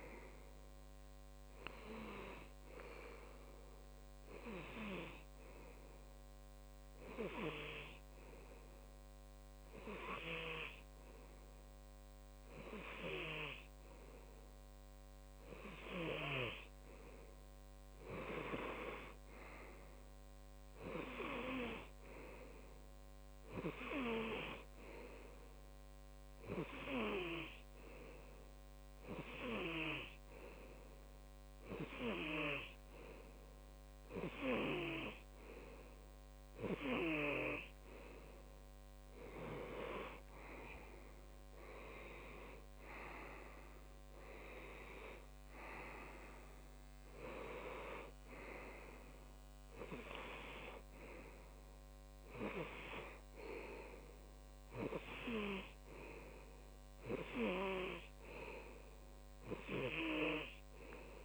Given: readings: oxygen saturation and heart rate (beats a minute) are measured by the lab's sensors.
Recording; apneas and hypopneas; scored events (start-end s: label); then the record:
breathing in sleep by a microphone on the trachea; 2
5.00-16.00 s: hypopnea (oxygen 96% before, 95% lowest)
18.50-21.50 s: arousal
28.00-39.00 s: hypopnea (oxygen 99% before, 95% lowest)
41.00-44.50 s: arousal
From the record:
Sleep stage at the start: N2 (light sleep); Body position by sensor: on the left side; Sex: male